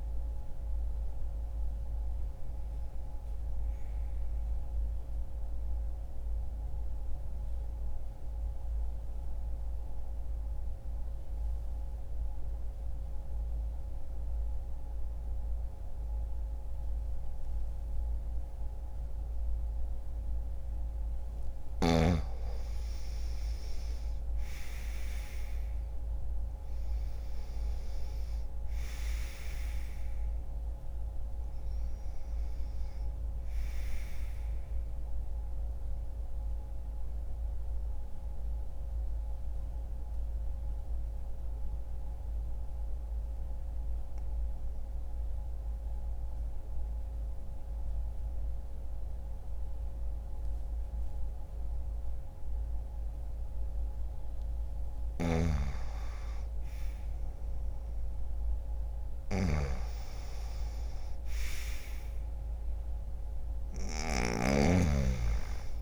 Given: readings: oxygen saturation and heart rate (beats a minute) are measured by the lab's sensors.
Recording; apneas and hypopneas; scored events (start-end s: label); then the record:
breathing in sleep by a room microphone; 2
4.00-20.50 s: mixed apnea (oxygen 99% before, 89% lowest, heart rate 71 before, 60 extreme, up 1 after)
22.00-54.00 s: oxygen desaturation (device-marked, oxygen 96% before, 89% lowest, heart rate 63 before, 59 extreme)
23.00-28.50 s: arousal
34.50-53.00 s: mixed apnea (oxygen 98% before, 89% lowest, heart rate 60 before, 59 extreme, up 3 after)
35.00-65.82 s: new sleep stage, N2 (light sleep)
55.00-60.50 s: arousal
63.50-65.82 s: snoring (device-marked)
From the record:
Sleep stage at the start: N1 (lightest sleep); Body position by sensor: on the back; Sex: male